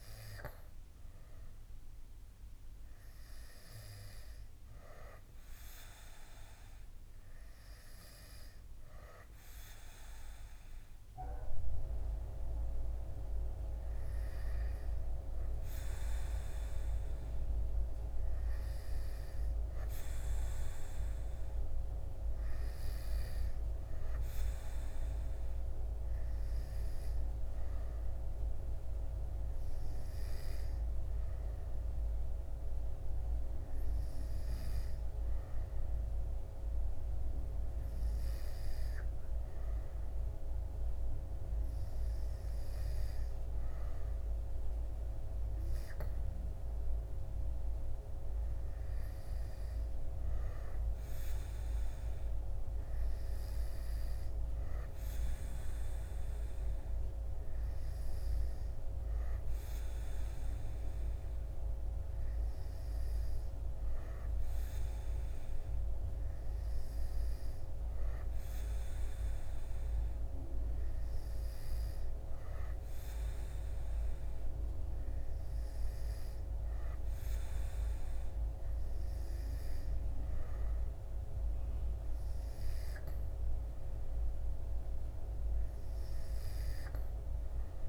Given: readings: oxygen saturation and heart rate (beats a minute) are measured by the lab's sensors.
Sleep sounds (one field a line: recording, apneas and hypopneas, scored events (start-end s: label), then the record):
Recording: breathing in sleep by a room microphone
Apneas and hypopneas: none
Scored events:
none scored
From the record:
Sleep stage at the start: N2 (light sleep)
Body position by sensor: on the back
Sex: male